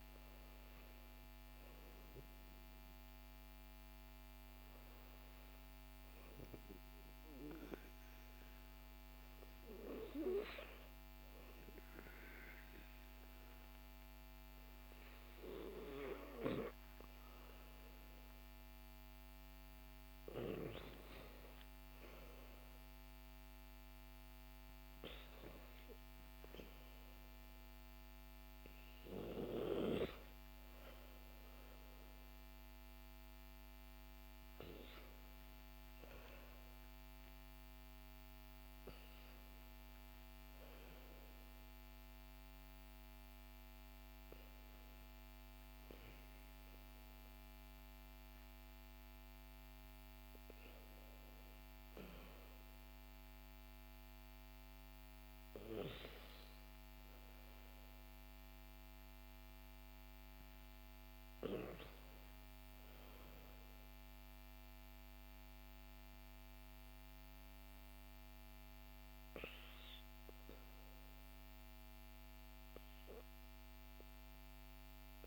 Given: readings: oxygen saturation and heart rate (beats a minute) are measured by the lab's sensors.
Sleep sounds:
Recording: breathing in sleep by a microphone on the trachea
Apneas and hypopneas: 1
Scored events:
37.00-49.50 s: hypopnea (oxygen 98% before, 95% lowest, heart rate 64 before, 56 extreme, up 4 after)
From the record:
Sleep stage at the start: REM sleep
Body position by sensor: on the back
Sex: male

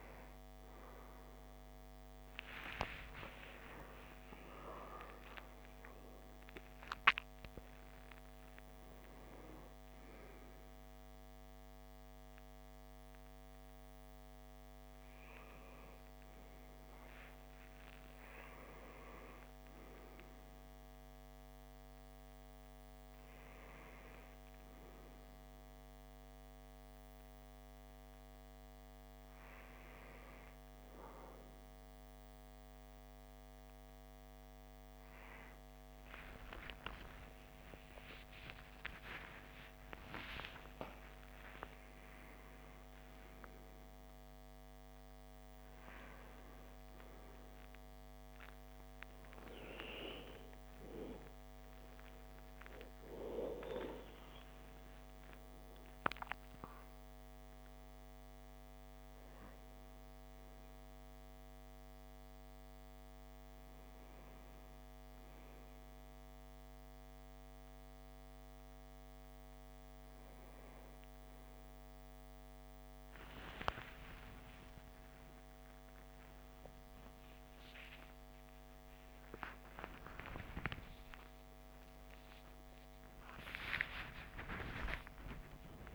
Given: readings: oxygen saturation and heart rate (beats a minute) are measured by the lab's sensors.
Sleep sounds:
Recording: a person awake in a sleep study, by a microphone on the trachea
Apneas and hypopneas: none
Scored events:
2.00-6.00 s: arousal
23.00-85.95 s: new sleep stage, awake
From the record:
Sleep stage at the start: N1 (lightest sleep)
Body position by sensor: on the back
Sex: male

